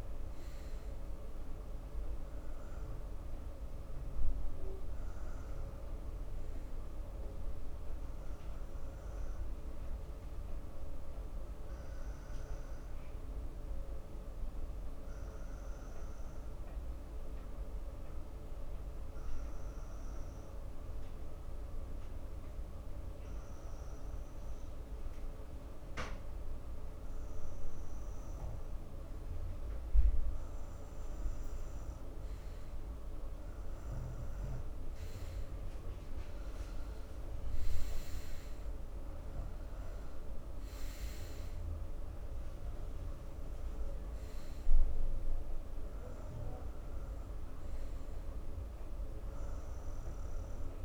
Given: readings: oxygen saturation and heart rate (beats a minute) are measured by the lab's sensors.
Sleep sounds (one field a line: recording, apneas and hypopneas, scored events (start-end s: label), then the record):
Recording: breathing in sleep, hard to hear, by a room microphone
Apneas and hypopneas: 1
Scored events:
17.00-33.50 s: obstructive apnea (oxygen 93% before, 92% lowest)
35.50-38.50 s: arousal
39.00-50.85 s: oxygen desaturation (device-marked, oxygen 96% before, 92% lowest)
From the record:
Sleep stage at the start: N2 (light sleep)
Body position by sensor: on the front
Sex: male